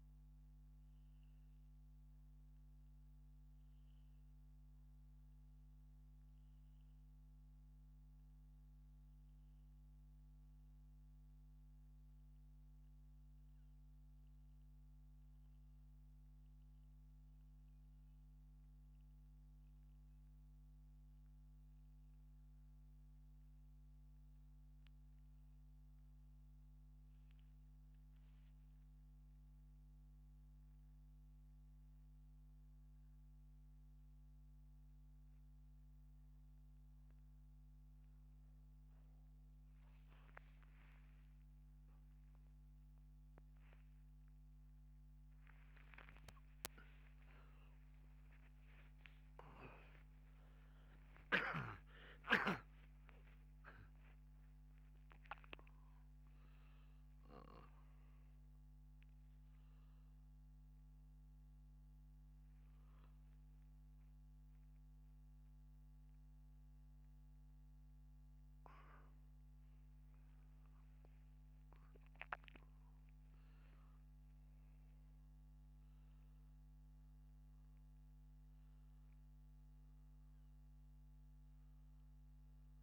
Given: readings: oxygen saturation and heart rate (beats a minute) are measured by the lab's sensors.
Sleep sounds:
a person partly awake in a sleep study, by a microphone on the trachea; 1
14.00-25.00 s: hypopnea (oxygen 97% before, 94% lowest, heart rate 83 before, 76 extreme, up 3 after)
43.50-82.83 s: new sleep stage, awake
69.50-76.50 s: oxygen desaturation (device-marked, oxygen 97% before, 94% lowest, heart rate 111 before, 73 extreme)
From the record:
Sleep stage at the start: N1 (lightest sleep); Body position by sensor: upright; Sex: male

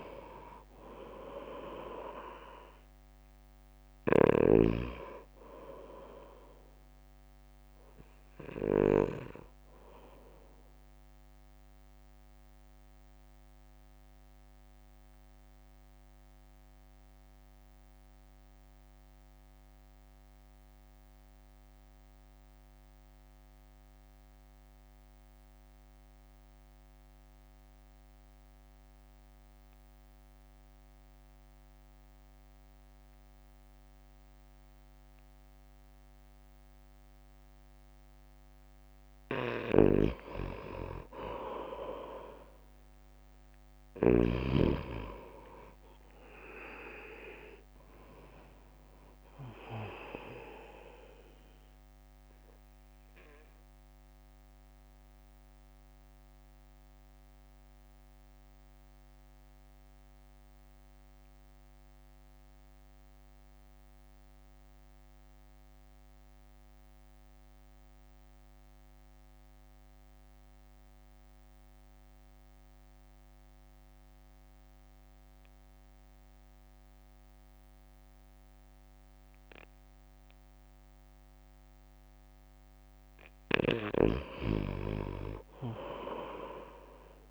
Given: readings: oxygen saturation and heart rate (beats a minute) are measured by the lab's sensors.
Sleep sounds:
breathing in sleep by a microphone on the trachea; 2
0.00-4.50 s: snoring (device-marked)
0.00-13.50 s: oxygen desaturation (device-marked, oxygen 91% lowest, heart rate 52 extreme)
1.50-14.50 s: drop in pulse transit time (device-marked, heart rate 60 before, 52 extreme)
10.00-38.50 s: mixed apnea (oxygen 98% before, 89% lowest, heart rate 58 before, 51 extreme, up 1 after)
20.50-31.50 s: oxygen desaturation (device-marked, oxygen 92% before, 89% lowest, heart rate 55 before, 53 extreme)
38.50-56.50 s: oxygen desaturation (device-marked, oxygen 97% before, 91% lowest, heart rate 60 before, 51 extreme)
39.50-44.50 s: snoring (device-marked)
41.50-45.00 s: arousal
43.50-57.50 s: drop in pulse transit time (device-marked, heart rate 60 before, 51 extreme)
51.50-82.50 s: mixed apnea (oxygen 97% before, 90% lowest, heart rate 58 before, 50 extreme, up 1 after)
83.50-87.31 s: snoring (device-marked)
86.00-87.31 s: arousal
From the record:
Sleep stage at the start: N2 (light sleep); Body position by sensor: on the right side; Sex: male

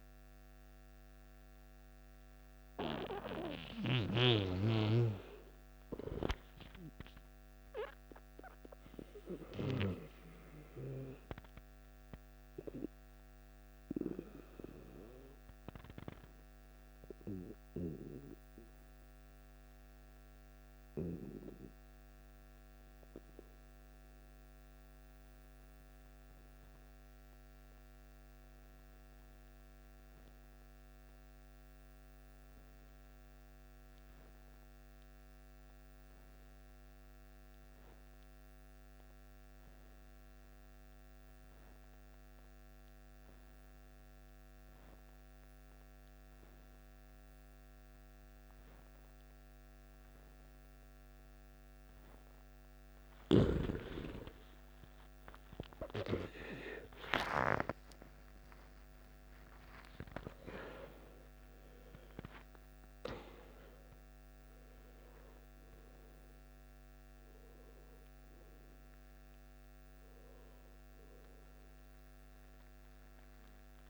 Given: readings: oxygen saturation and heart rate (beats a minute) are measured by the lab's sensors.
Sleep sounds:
breathing in sleep by a microphone on the trachea; 1
0.00-17.50 s: oxygen desaturation (device-marked, oxygen 89% lowest, heart rate 52 extreme)
11.50-52.50 s: obstructive apnea (oxygen 95% before, 88% lowest, heart rate 63 before, 52 extreme, up 16 after)
40.50-73.90 s: oxygen desaturation (device-marked, oxygen 97% before, 88% lowest, heart rate 54 before, 51 extreme)
53.50-58.50 s: arousal
From the record:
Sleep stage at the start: N2 (light sleep); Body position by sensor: on the back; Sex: male

